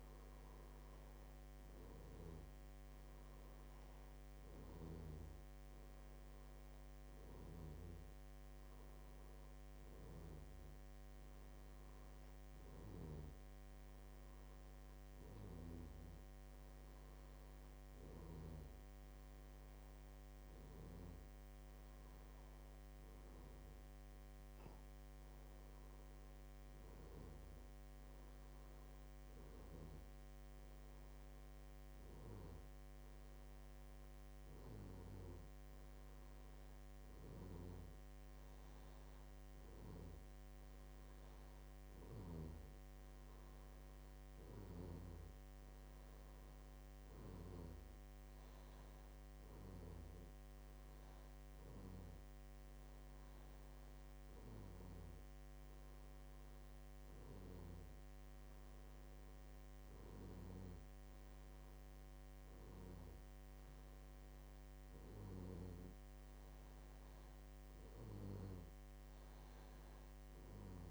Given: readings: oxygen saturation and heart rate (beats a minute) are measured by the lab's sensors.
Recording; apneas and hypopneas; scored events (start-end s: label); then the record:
breathing in sleep, hard to hear, by a microphone on the trachea; none
none scored
From the record:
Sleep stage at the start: N2 (light sleep); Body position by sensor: on the back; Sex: male